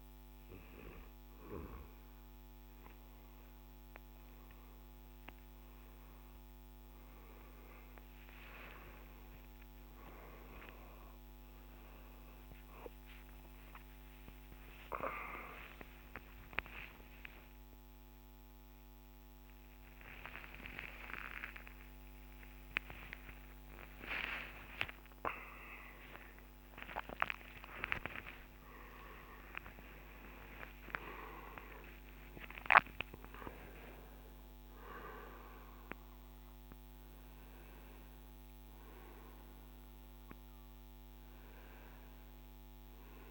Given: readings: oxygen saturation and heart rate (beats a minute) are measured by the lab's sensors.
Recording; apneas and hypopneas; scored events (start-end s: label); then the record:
a person awake in a sleep study, by a microphone on the trachea; none
2.00-16.00 s: oxygen desaturation (device-marked, oxygen 97% before, 93% lowest, heart rate 60 before, 73 extreme)
11.00-41.00 s: new sleep stage, awake
20.50-22.50 s: long interval between heartbeats (device-marked, heart rate 70 before, 91 extreme)
38.00-43.31 s: oxygen desaturation (device-marked, oxygen 97% before, 92% lowest, heart rate 97 before, 54 extreme)
41.00-43.31 s: new sleep stage, N1 (lightest sleep)
From the record:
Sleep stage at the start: N2 (light sleep); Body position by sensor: on the right side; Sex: male